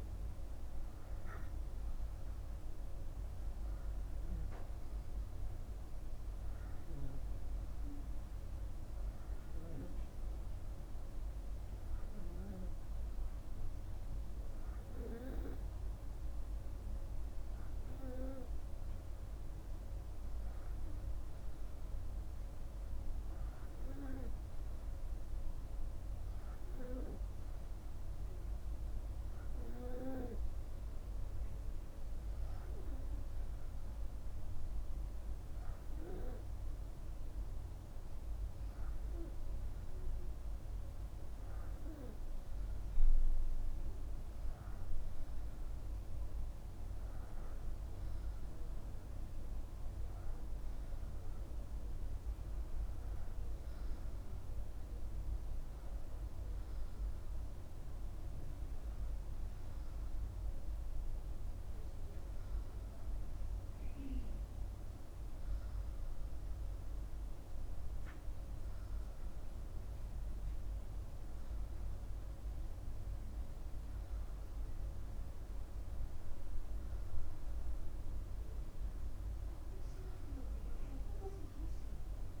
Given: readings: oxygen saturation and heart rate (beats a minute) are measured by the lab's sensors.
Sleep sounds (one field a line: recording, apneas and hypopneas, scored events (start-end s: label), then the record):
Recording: breathing in sleep by a room microphone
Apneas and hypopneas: 1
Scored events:
4.00-17.00 s: hypopnea (oxygen 93% before, 90% lowest)
18.50-22.50 s: arousal
From the record:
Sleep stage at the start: N2 (light sleep)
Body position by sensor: upright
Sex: male